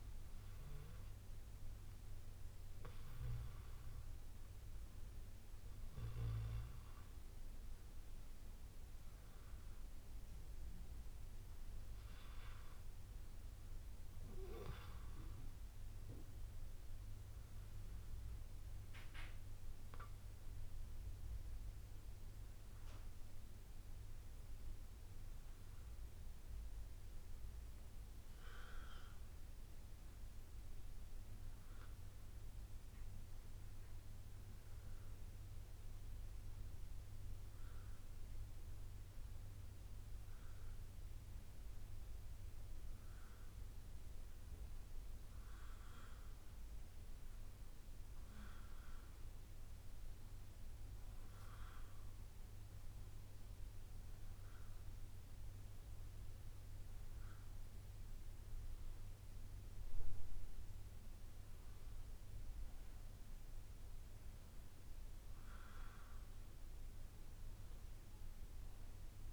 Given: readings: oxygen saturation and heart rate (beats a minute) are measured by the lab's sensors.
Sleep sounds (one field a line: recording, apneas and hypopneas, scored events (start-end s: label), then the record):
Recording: breathing in sleep, hard to hear, by a room microphone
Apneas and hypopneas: none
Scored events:
49.50-60.50 s: drop in pulse transit time (device-marked, heart rate 65 before, 63 extreme)
From the record:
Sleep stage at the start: N2 (light sleep)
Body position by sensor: on the back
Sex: male